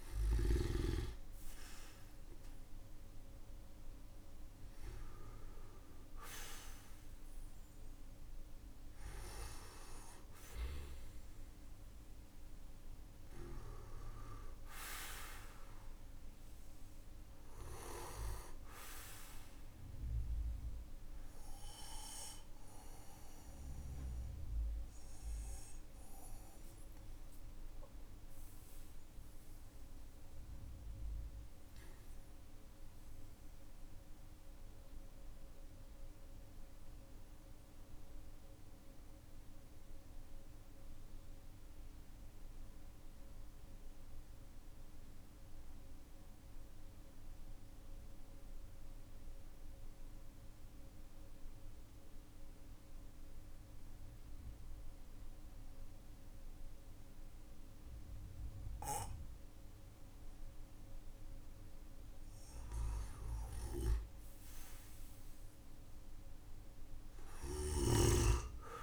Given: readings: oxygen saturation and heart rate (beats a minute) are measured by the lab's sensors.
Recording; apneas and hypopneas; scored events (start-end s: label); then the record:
a person partly awake in a sleep study, by a room microphone; 1
17.00-41.00 s: oxygen desaturation (device-marked, oxygen 96% before, 93% lowest, heart rate 52 before, 43 extreme)
30.00-68.83 s: new sleep stage, N2 (light sleep)
33.50-60.50 s: mixed apnea (oxygen 97% before, 92% lowest, heart rate 50 before, 41 extreme, up 13 after)
61.00-68.83 s: oxygen desaturation (device-marked, oxygen 99% before, 95% lowest, heart rate 51 before, 41 extreme)
64.00-68.83 s: arousal
From the record:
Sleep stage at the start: awake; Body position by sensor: on the back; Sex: male